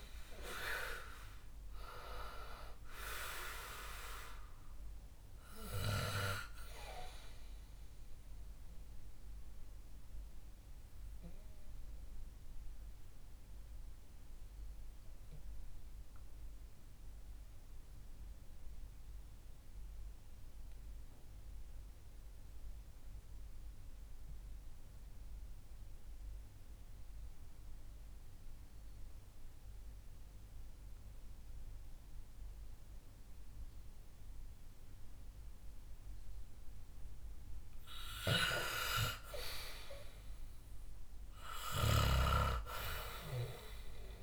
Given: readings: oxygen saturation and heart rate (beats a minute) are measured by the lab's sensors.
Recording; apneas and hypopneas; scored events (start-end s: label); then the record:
breathing in sleep by a room microphone; 1
0.00-22.50 s: oxygen desaturation (device-marked, oxygen 91% lowest, heart rate 61 extreme)
9.50-37.00 s: obstructive apnea (oxygen 98% before, 91% lowest, heart rate 66 before, 59 extreme, up 2 after)
39.00-43.50 s: arousal
From the record:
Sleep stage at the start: N2 (light sleep); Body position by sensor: on the back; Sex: male